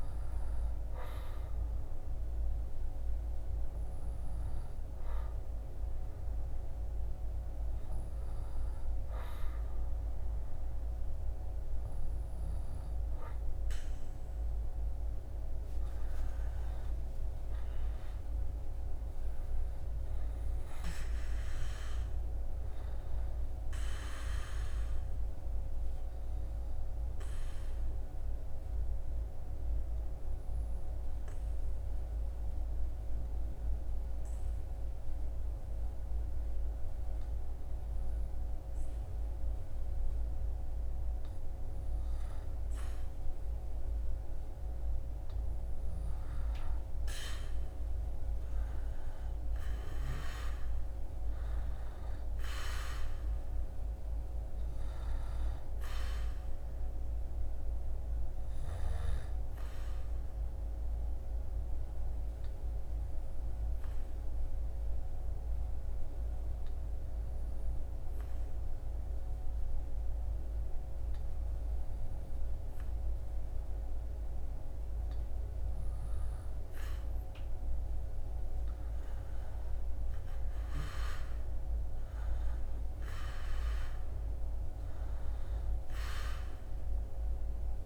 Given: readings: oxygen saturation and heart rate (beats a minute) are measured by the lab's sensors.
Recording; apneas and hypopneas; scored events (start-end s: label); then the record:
breathing in sleep, hard to hear, by a room microphone; 2
20.00-24.00 s: arousal
26.00-42.00 s: obstructive apnea (oxygen 99% before, 96% lowest, heart rate 71 before, 64 extreme, up 4 after)
44.00-48.50 s: arousal
59.00-76.00 s: obstructive apnea (oxygen 99% before, 95% lowest, heart rate 72 before, 69 extreme, up 7 after)
78.00-81.00 s: arousal
87.50-87.86 s: new sleep stage, N1 (lightest sleep)
From the record:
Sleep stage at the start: N2 (light sleep); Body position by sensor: on the back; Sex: male